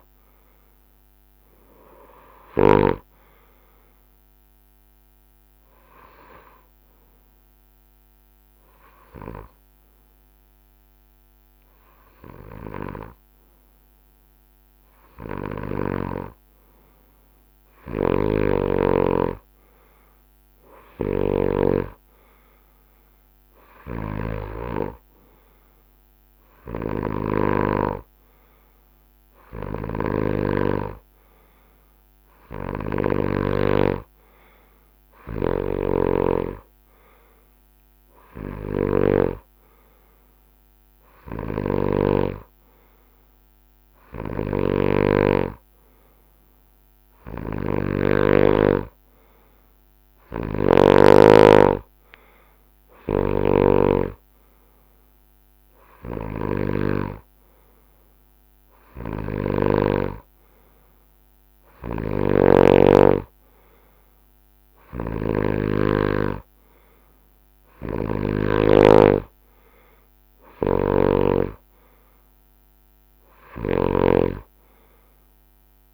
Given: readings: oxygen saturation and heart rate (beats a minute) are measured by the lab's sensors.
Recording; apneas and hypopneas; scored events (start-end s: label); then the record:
breathing in sleep by a microphone on the trachea; 1
0.00-8.50 s: drop in pulse transit time (device-marked, heart rate 69 extreme)
0.50-2.50 s: long interval between heartbeats (device-marked, heart rate 71 before, 76 extreme)
5.00-16.00 s: hypopnea (oxygen 93% before, 93% lowest, heart rate 73 before, 60 extreme, up 20 after)
18.00-33.00 s: snoring (device-marked)
18.50-23.00 s: arousal
19.50-25.50 s: drop in pulse transit time (device-marked, heart rate 70 before, 73 extreme)
33.50-42.50 s: drop in pulse transit time (device-marked, heart rate 71 before, 71 extreme)
35.00-39.00 s: snoring (device-marked)
41.00-54.00 s: snoring (device-marked)
53.50-60.50 s: drop in pulse transit time (device-marked, heart rate 71 before, 70 extreme)
61.50-68.50 s: snoring (device-marked)
70.50-75.94 s: snoring (device-marked)
71.50-75.94 s: drop in pulse transit time (device-marked, heart rate 70 before, 76 extreme)
From the record:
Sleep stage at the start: N2 (light sleep); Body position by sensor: on the right side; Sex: male